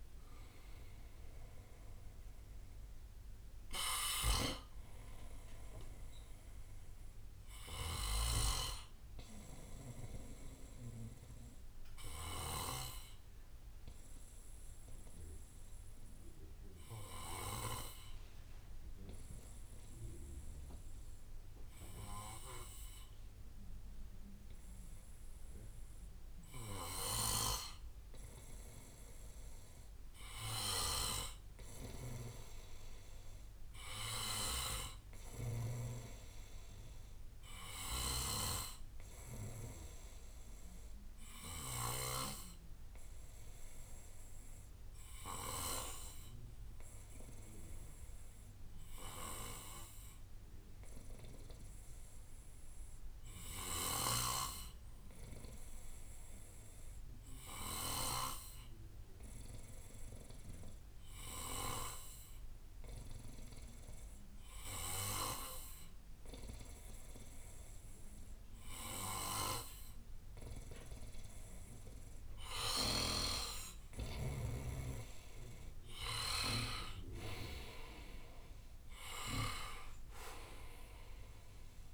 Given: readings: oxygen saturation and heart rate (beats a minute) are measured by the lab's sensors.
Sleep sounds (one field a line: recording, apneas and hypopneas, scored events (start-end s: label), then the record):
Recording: breathing in sleep by a room microphone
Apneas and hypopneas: 2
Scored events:
0.00-3.50 s: drop in pulse transit time (device-marked, heart rate 72 extreme)
0.00-7.50 s: oxygen desaturation (device-marked, oxygen 89% lowest, heart rate 59 extreme)
11.50-13.50 s: bradycardia (device-marked, heart rate 63 before, 61 extreme)
11.50-29.50 s: obstructive apnea (oxygen 99% before, 92% lowest, heart rate 75 before, 58 extreme, up 4 after)
28.50-46.50 s: oxygen desaturation (device-marked, oxygen 99% before, 95% lowest, heart rate 63 before, 58 extreme)
32.50-35.50 s: arousal
45.00-71.00 s: obstructive apnea (oxygen 99% before, 92% lowest, heart rate 64 before, 58 extreme, up 12 after)
48.50-51.50 s: bradycardia (device-marked, heart rate 63 before, 59 extreme)
53.50-55.50 s: bradycardia (device-marked, heart rate 63 before, 59 extreme)
57.50-59.50 s: bradycardia (device-marked, heart rate 63 before, 59 extreme)
74.00-79.00 s: arousal
75.50-81.94 s: drop in pulse transit time (device-marked, heart rate 62 before, 67 extreme)
From the record:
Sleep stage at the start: N2 (light sleep)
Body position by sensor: on the back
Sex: male